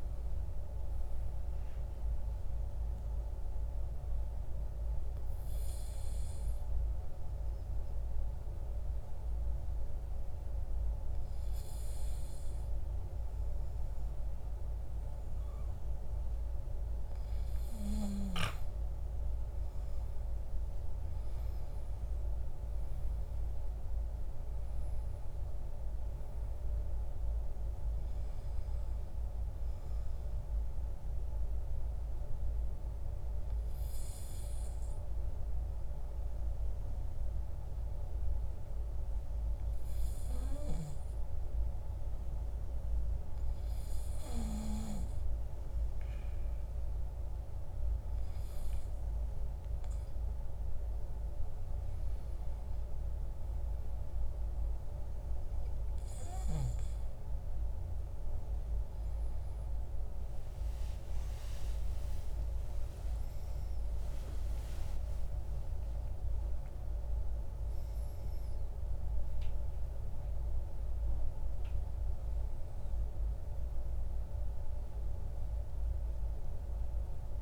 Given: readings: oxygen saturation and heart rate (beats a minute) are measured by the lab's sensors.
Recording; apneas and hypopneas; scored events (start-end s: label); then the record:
breathing in sleep, hard to hear, by a room microphone; 2
2.50-16.00 s: obstructive apnea (oxygen 96% before, 94% lowest, heart rate 72 before, 51 extreme, up 22 after)
19.00-22.50 s: arousal
31.50-44.50 s: obstructive apnea (oxygen 97% before, 95% lowest, heart rate 60 before, 51 extreme, up 10 after)
60.00-65.00 s: arousal
From the record:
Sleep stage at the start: N2 (light sleep); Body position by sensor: on the back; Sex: male